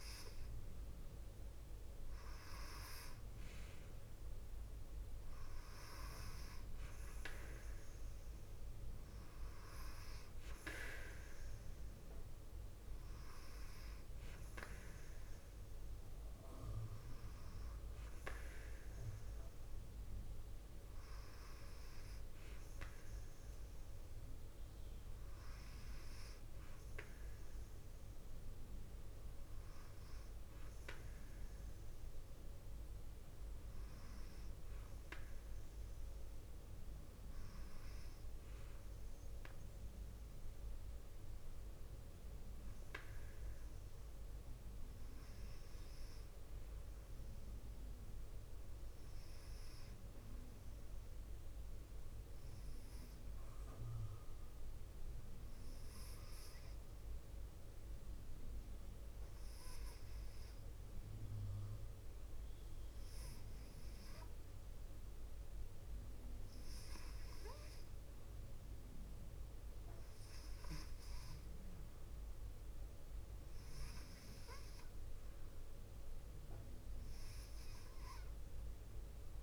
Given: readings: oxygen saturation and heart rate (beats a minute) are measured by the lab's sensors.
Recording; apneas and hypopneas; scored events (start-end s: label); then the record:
breathing in sleep, hard to hear, by a room microphone; 1
47.50-51.00 s: arousal
55.00-66.00 s: hypopnea (oxygen 98% before, 93% lowest, heart rate 53 before, 53 extreme, up 2 after)
68.00-71.00 s: arousal
70.50-79.43 s: oxygen desaturation (device-marked, oxygen 97% before, 93% lowest, heart rate 56 before, 53 extreme)
From the record:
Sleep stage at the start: N2 (light sleep); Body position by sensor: on the left side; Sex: female